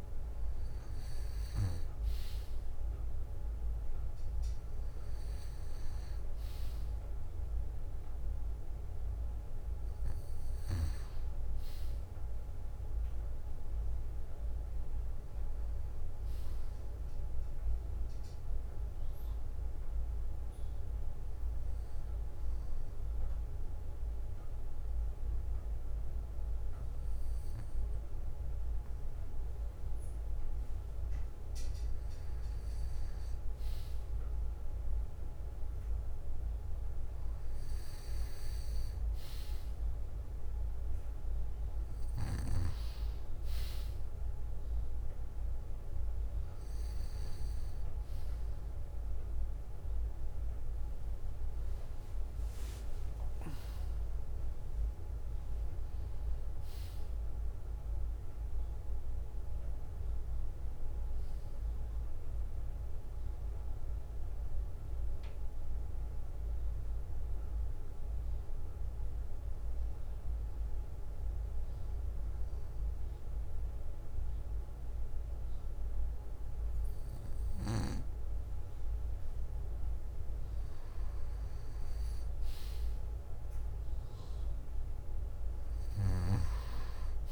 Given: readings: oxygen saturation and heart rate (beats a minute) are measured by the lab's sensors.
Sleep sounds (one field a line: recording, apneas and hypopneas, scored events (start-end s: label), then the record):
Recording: breathing in sleep, hard to hear, by a room microphone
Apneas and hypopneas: 2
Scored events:
0.00-2.00 s: arousal
16.00-19.00 s: bradycardia (device-marked, heart rate 64 before, 60 extreme)
22.50-33.00 s: obstructive apnea (oxygen 97% before, 94% lowest, heart rate 60 before, 57 extreme, up 5 after)
36.00-38.00 s: bradycardia (device-marked, heart rate 64 before, 61 extreme)
38.50-44.00 s: arousal
63.00-65.00 s: bradycardia (device-marked, heart rate 64 before, 59 extreme)
66.00-78.50 s: hypopnea (oxygen 96% before, 94% lowest, heart rate 61 before, 57 extreme, up 4 after)
68.00-70.00 s: bradycardia (device-marked, heart rate 64 before, 63 extreme)
72.00-74.00 s: bradycardia (device-marked, heart rate 64 before, 57 extreme)
80.50-84.50 s: arousal
From the record:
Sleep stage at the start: N2 (light sleep)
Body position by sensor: on the back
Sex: male